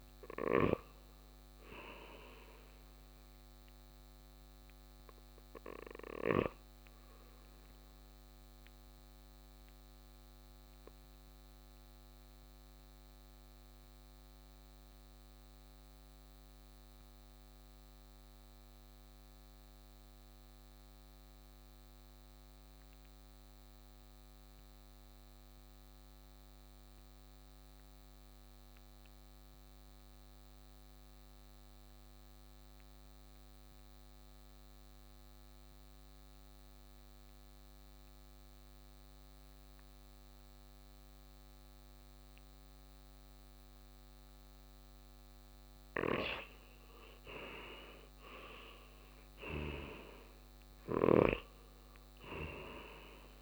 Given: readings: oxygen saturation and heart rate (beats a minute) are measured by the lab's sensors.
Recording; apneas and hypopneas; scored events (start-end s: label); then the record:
breathing in sleep by a microphone on the trachea; 1
0.00-1.00 s: snoring (device-marked)
0.00-22.00 s: oxygen desaturation (device-marked, oxygen 86% lowest, heart rate 58 extreme)
7.50-46.50 s: mixed apnea (oxygen 96% before, 84% lowest, heart rate 63 before, 56 extreme, up 8 after)
31.00-53.41 s: oxygen desaturation (device-marked, oxygen 99% before, 84% lowest, heart rate 59 before, 56 extreme)
46.00-50.00 s: snoring (device-marked)
49.50-53.41 s: arousal
From the record:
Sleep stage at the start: N2 (light sleep); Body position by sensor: on the right side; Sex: male